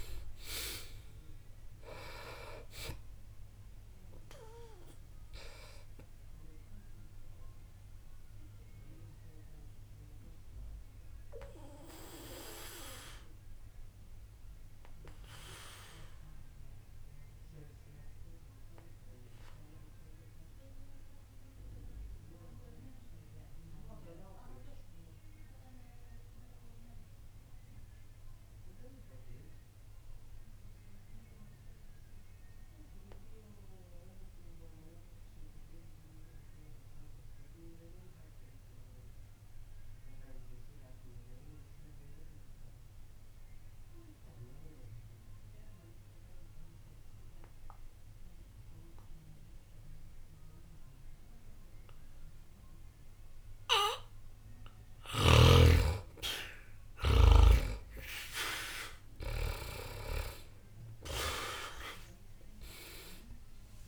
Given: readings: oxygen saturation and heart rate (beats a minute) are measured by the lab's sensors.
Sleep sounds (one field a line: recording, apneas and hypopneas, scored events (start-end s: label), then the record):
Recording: breathing in sleep by a room microphone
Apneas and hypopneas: 1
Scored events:
0.00-3.00 s: arousal
0.00-28.50 s: oxygen desaturation (device-marked, oxygen 73% lowest, heart rate 59 extreme)
7.50-54.00 s: obstructive apnea (oxygen 94% before, 73% lowest, heart rate 61 before, 59 extreme, up 0 after)
47.50-63.88 s: oxygen desaturation (device-marked, oxygen 98% before, 74% lowest, heart rate 61 before, 59 extreme)
56.00-61.00 s: arousal
From the record:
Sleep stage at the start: N2 (light sleep)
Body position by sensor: on the back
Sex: male